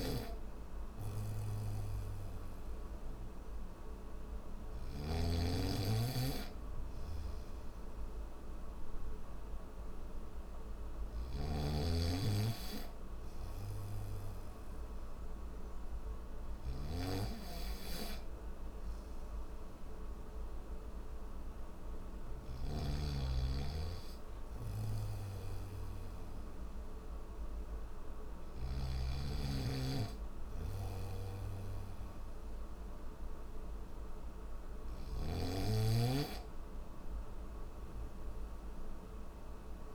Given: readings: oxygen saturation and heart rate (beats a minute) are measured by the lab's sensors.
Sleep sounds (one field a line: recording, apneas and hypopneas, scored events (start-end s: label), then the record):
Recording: breathing in sleep by a room microphone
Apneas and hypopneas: none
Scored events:
0.00-4.50 s: snoring (device-marked)
10.50-28.00 s: snoring (device-marked)
34.00-39.94 s: snoring (device-marked)
From the record:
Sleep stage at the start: N1 (lightest sleep)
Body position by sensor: on the back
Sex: male